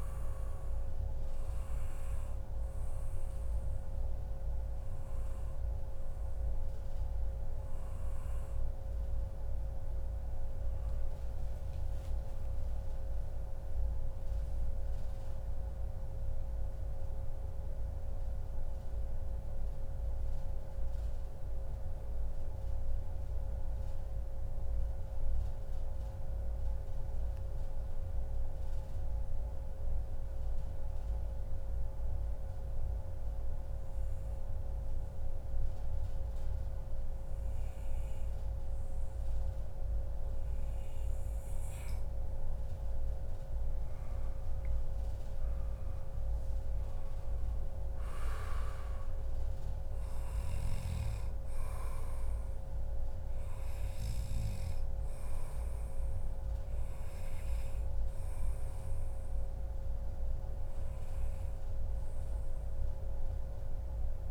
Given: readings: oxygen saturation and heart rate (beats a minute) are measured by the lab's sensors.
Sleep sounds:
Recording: breathing in sleep, hard to hear, by a room microphone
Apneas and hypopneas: 1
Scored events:
0.00-14.00 s: oxygen desaturation (device-marked, oxygen 93% lowest, heart rate 78 extreme)
11.00-13.00 s: long interval between heartbeats (device-marked, heart rate 141 before, 151 extreme)
16.00-42.00 s: mixed apnea (oxygen 97% before, 93% lowest, heart rate 144 before, 78 extreme, up 44 after)
17.00-19.00 s: long interval between heartbeats (device-marked, heart rate 144 before, 133 extreme)
20.00-22.00 s: long interval between heartbeats (device-marked, heart rate 143 before, 114 extreme)
28.00-30.00 s: long interval between heartbeats (device-marked, heart rate 125 before, 82 extreme)
30.50-32.50 s: long interval between heartbeats (device-marked, heart rate 119 before, 91 extreme)
35.00-37.00 s: long interval between heartbeats (device-marked, heart rate 106 before, 98 extreme)
40.00-42.00 s: long interval between heartbeats (device-marked, heart rate 96 before, 96 extreme)
42.00-64.31 s: oxygen desaturation (device-marked, oxygen 98% before, 93% lowest, heart rate 94 before, 101 extreme)
43.00-45.00 s: long interval between heartbeats (device-marked, heart rate 94 before, 108 extreme)
44.00-48.00 s: arousal
From the record:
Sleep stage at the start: N2 (light sleep)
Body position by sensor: on the back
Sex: male

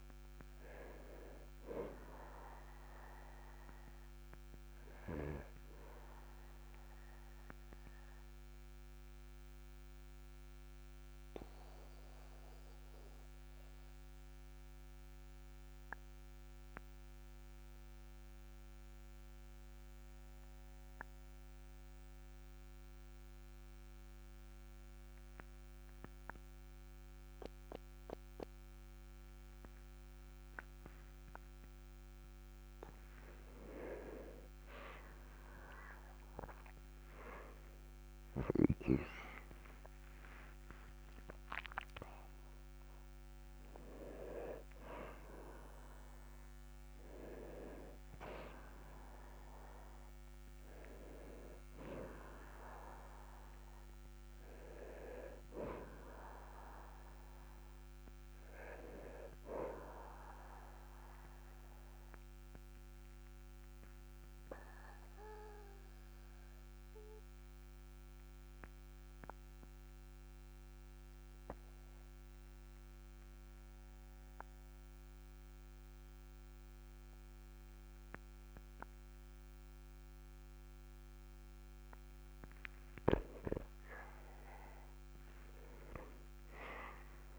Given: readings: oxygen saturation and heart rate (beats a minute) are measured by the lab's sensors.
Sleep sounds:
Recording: breathing in sleep by a microphone on the trachea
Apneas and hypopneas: 2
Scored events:
6.00-31.50 s: obstructive apnea (oxygen 99% before, 96% lowest, heart rate 46 before, 37 extreme, up 7 after)
33.50-36.50 s: arousal
62.50-82.50 s: obstructive apnea (oxygen 99% before, 96% lowest, heart rate 48 before, 40 extreme, up 9 after)
85.50-87.39 s: arousal
From the record:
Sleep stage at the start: N2 (light sleep)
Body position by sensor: on the back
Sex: male

